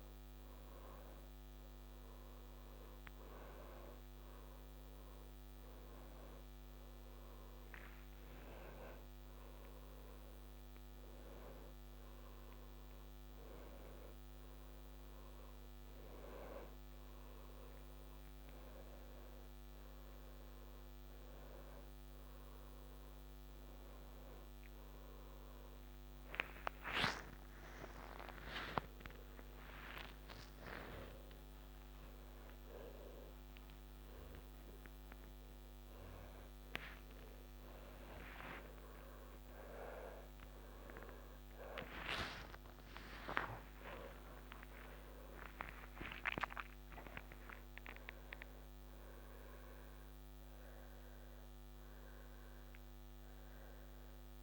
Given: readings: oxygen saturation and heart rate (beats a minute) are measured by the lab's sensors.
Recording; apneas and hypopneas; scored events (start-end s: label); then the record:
a person awake in a sleep study, by a microphone on the trachea; none
none scored
From the record:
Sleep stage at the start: awake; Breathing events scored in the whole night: 247 in 3.8 hours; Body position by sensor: on the back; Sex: male